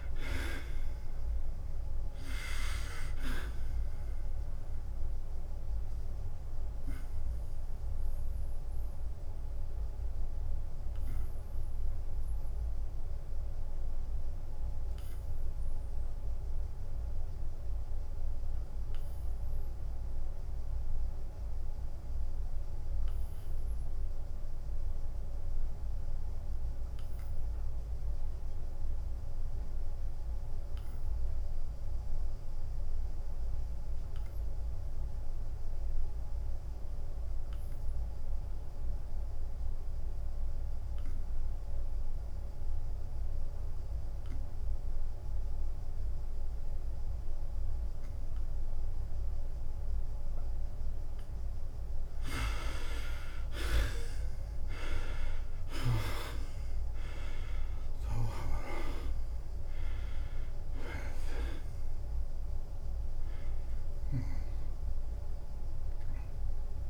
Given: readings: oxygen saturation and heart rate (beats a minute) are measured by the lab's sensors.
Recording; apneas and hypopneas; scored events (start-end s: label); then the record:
breathing in sleep by a room microphone; 1
0.00-9.50 s: drop in pulse transit time (device-marked, heart rate 89 extreme)
8.50-51.00 s: obstructive apnea (oxygen 97% before, 69% lowest, heart rate 90 before, 83 extreme, up 8 after)
13.50-24.50 s: oxygen desaturation (device-marked, oxygen 97% before, 77% lowest, heart rate 90 before, 83 extreme)
38.50-52.50 s: oxygen desaturation (device-marked, oxygen 97% before, 94% lowest, heart rate 85 before, 83 extreme)
53.50-66.90 s: drop in pulse transit time (device-marked, heart rate 86 before, 86 extreme)
62.50-66.90 s: arousal
From the record:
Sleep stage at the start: N2 (light sleep); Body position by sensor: on the back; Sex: male